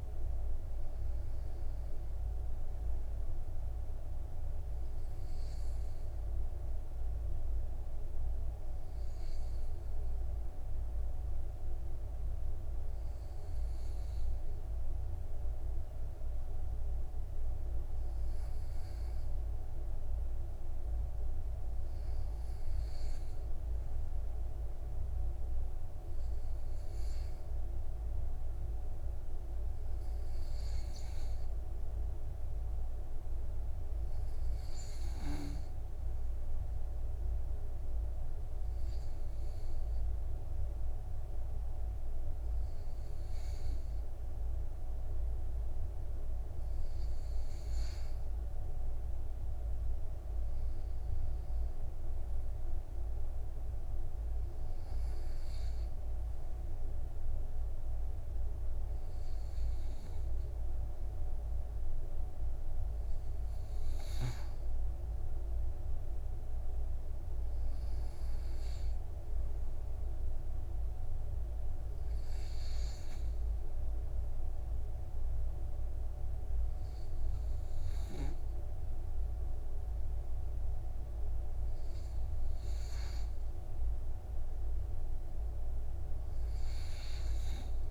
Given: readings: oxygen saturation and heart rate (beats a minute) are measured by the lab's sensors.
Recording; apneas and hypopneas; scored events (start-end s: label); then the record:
breathing in sleep, hard to hear, by a room microphone; none
26.00-34.00 s: oxygen desaturation (device-marked, oxygen 98% before, 95% lowest, heart rate 59 before, 57 extreme)
From the record:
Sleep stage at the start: N2 (light sleep); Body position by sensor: on the right side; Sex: male